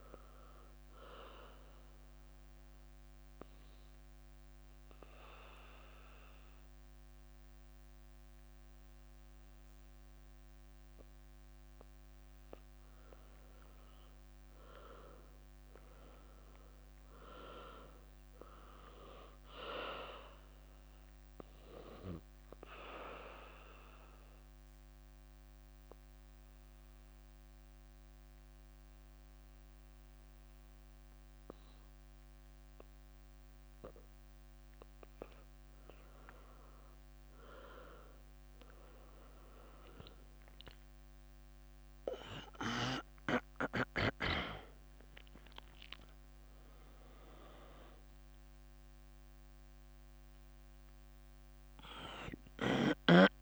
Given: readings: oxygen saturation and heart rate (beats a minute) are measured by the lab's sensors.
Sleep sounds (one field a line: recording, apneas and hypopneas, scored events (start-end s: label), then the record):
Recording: breathing in sleep by a microphone on the trachea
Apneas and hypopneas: 2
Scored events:
0.00-9.00 s: oxygen desaturation (device-marked, oxygen 93% lowest, heart rate 60 extreme)
3.00-13.50 s: mixed apnea (oxygen 97% before, 93% lowest, heart rate 70 before, 60 extreme, up 10 after)
15.00-18.50 s: arousal
22.50-23.50 s: leg movement (device-marked)
23.00-35.50 s: mixed apnea (oxygen 97% before, 93% lowest, heart rate 69 before, 60 extreme, up 13 after)
23.50-27.50 s: leg movement (device-marked)
30.00-37.00 s: leg movement (device-marked)
40.50-44.50 s: arousal
41.00-53.42 s: oxygen desaturation (device-marked, oxygen 97% before, 93% lowest, heart rate 65 before, 65 extreme)
From the record:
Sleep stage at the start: N2 (light sleep)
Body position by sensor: on the back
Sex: female